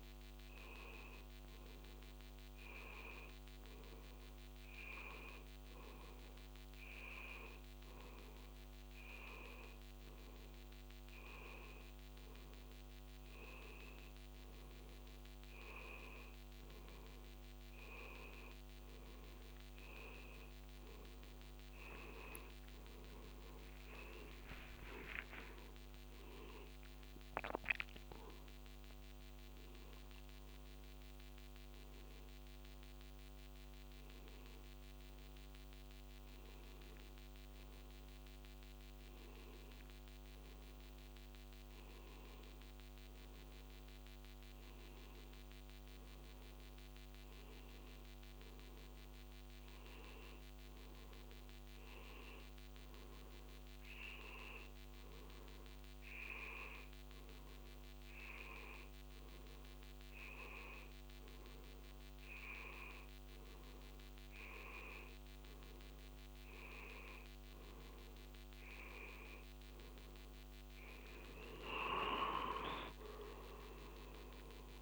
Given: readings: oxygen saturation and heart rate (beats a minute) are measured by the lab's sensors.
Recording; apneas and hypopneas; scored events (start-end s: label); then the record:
breathing in sleep by a microphone on the trachea; none
21.50-25.50 s: arousal
From the record:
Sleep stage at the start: N1 (lightest sleep); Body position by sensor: on the back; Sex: male